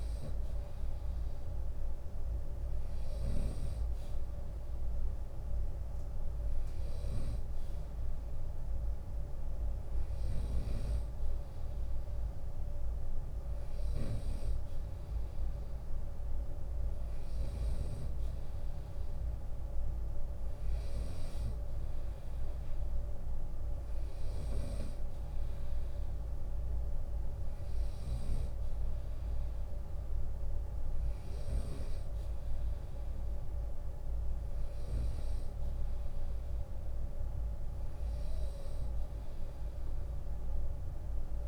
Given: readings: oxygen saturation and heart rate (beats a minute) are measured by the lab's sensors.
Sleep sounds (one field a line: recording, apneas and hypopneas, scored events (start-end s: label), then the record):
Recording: breathing in sleep, hard to hear, by a room microphone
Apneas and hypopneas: none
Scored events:
9.50-20.50 s: snoring (device-marked)
From the record:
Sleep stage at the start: N2 (light sleep)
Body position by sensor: on the right side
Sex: male